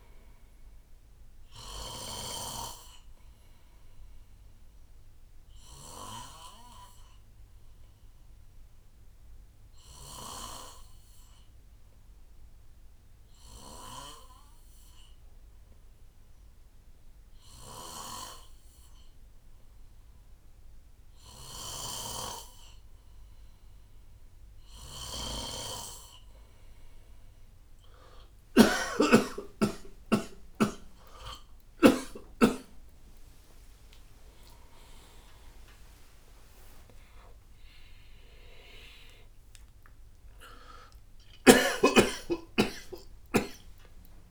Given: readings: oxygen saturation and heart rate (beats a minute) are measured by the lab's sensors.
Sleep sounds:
a person partly awake in a sleep study, by a room microphone; 1
0.00-2.00 s: snoring (device-marked)
5.50-21.50 s: obstructive apnea (oxygen 93% before, 91% lowest, heart rate 69 before, 66 extreme, up 10 after)
8.00-10.00 s: long interval between heartbeats (device-marked, heart rate 68 before, 78 extreme)
21.50-32.00 s: snoring (device-marked)
24.00-44.31 s: new sleep stage, awake
28.00-42.00 s: oxygen desaturation (device-marked, oxygen 95% before, 91% lowest, heart rate 70 before, 89 extreme)
30.00-32.00 s: long interval between heartbeats (device-marked, heart rate 70 before, 84 extreme)
33.00-44.31 s: drop in pulse transit time (device-marked, heart rate 71 before, 89 extreme)
38.00-44.31 s: tachycardia (device-marked, heart rate 69 before, 117 extreme)
From the record:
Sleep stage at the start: N2 (light sleep); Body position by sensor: on the right side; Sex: male

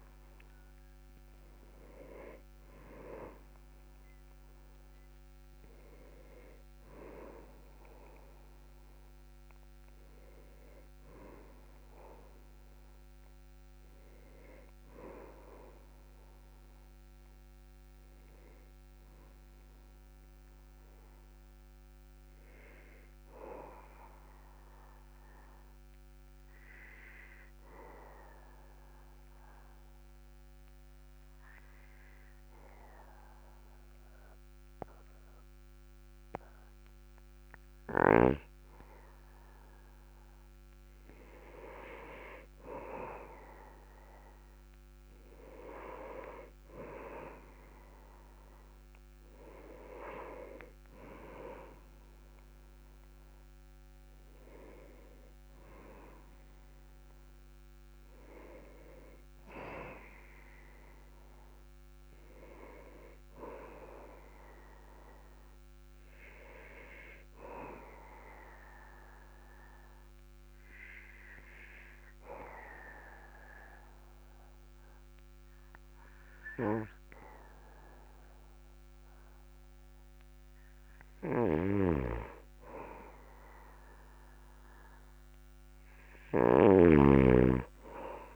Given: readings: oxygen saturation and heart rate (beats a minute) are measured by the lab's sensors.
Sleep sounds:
a person partly awake in a sleep study, by a microphone on the trachea; 2
9.50-33.50 s: oxygen desaturation (device-marked, oxygen 97% before, 90% lowest, heart rate 50 before, 39 extreme)
16.50-46.50 s: new sleep stage, N1 (lightest sleep)
25.00-39.00 s: obstructive apnea (oxygen 97% before, 92% lowest, heart rate 47 before, 39 extreme, up 6 after)
42.00-45.50 s: arousal
46.50-88.36 s: new sleep stage, N2 (light sleep)
69.50-81.50 s: obstructive apnea (oxygen 99% before, 97% lowest, heart rate 44 before, 42 extreme, up 10 after)
From the record:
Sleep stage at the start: awake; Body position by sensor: on the back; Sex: male

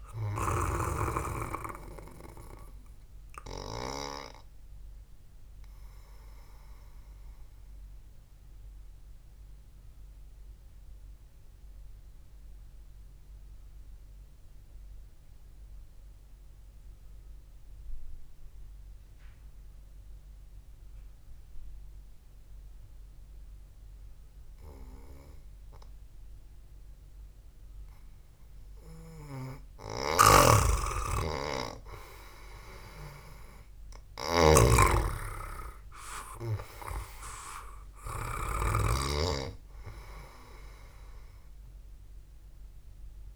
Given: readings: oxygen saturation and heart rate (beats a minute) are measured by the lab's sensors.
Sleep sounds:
breathing in sleep by a room microphone; 1
6.50-29.50 s: obstructive apnea (oxygen 98% before, 89% lowest, heart rate 61 before, 55 extreme)
12.00-22.00 s: oxygen desaturation (device-marked, oxygen 94% before, 90% lowest, heart rate 62 before, 57 extreme)
30.50-39.50 s: snoring (device-marked)
32.00-36.50 s: arousal
35.00-43.36 s: oxygen desaturation (device-marked, oxygen 99% before, 89% lowest, heart rate 66 before, 55 extreme)
From the record:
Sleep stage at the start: N2 (light sleep); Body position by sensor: on the back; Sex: male

